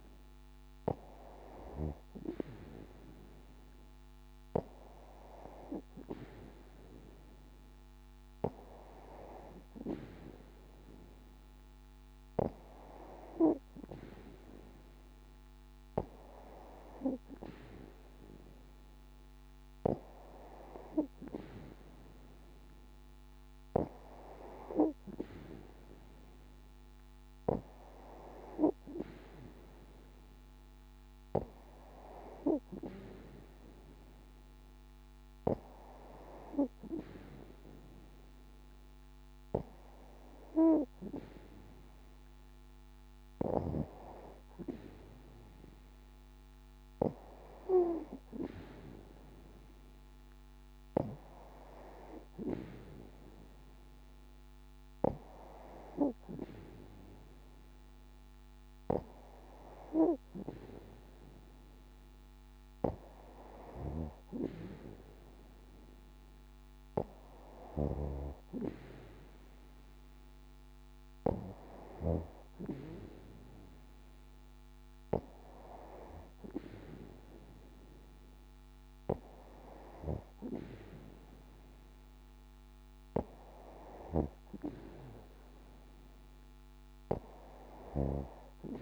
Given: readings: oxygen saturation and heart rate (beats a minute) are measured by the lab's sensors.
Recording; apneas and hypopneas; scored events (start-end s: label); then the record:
breathing in sleep by a microphone on the trachea; none
none scored
From the record:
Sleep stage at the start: N2 (light sleep); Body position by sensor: on the back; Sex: female